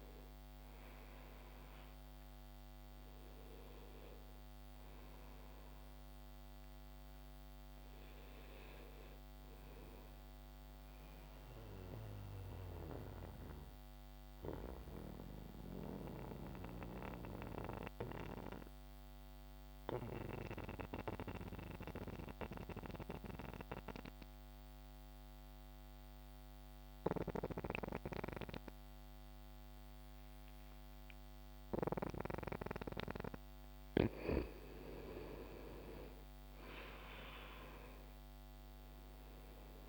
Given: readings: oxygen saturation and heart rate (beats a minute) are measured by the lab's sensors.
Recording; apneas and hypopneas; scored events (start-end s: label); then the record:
breathing in sleep by a microphone on the trachea; 1
3.50-11.50 s: oxygen desaturation (device-marked, oxygen 94% before, 90% lowest)
10.00-33.50 s: mixed apnea (oxygen 95% before, 87% lowest)
17.50-25.50 s: oxygen desaturation (device-marked, oxygen 91% before, 87% lowest)
34.50-38.50 s: arousal
From the record:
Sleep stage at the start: N2 (light sleep); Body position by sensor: on the back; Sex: male